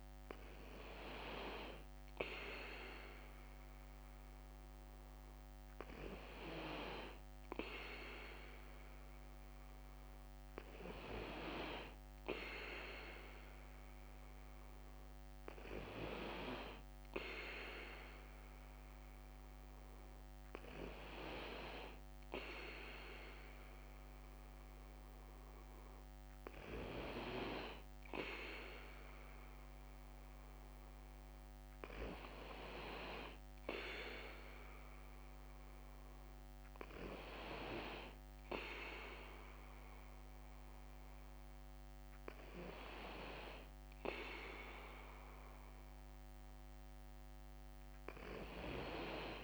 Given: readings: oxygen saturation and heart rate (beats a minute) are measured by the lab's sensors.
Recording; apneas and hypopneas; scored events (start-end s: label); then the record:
breathing in sleep by a microphone on the trachea; none
0.00-49.44 s: bradycardia (device-marked, heart rate 52 extreme)
From the record:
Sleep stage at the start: N2 (light sleep); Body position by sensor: on the back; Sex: male